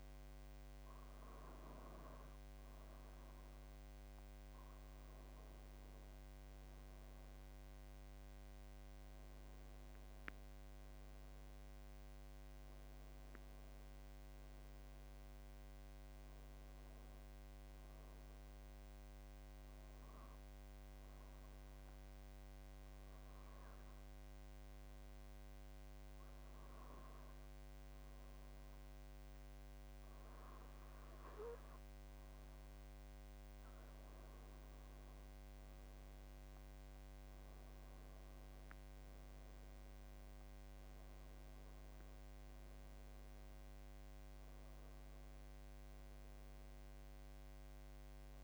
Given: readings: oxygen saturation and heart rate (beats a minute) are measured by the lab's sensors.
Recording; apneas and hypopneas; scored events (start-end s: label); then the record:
breathing in sleep, hard to hear, by a microphone on the trachea; 1
10.50-14.00 s: arousal
18.50-32.50 s: obstructive apnea (oxygen 93% before, 90% lowest, heart rate 78 before, 74 extreme, up 10 after)
35.00-39.50 s: arousal
From the record:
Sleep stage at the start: N2 (light sleep); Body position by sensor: on the back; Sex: male